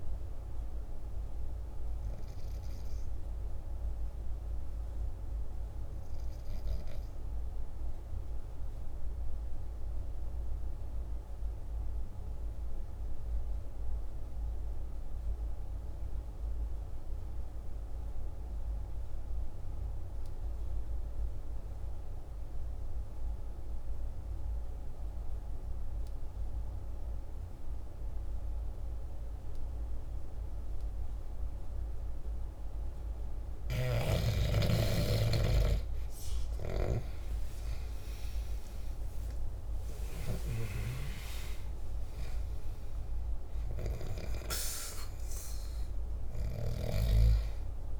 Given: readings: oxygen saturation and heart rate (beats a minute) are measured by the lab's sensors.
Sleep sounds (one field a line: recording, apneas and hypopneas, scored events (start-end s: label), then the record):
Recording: breathing in sleep by a room microphone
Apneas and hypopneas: 1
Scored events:
0.00-5.50 s: oxygen desaturation (device-marked, oxygen 82% lowest, heart rate 48 extreme)
10.00-32.50 s: obstructive apnea (oxygen 99% before, 82% lowest, heart rate 53 before, 50 extreme, up 13 after)
24.50-48.00 s: oxygen desaturation (device-marked, oxygen 99% before, 82% lowest, heart rate 50 before, 48 extreme)
35.00-39.00 s: arousal
From the record:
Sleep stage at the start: N2 (light sleep)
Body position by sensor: on the back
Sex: male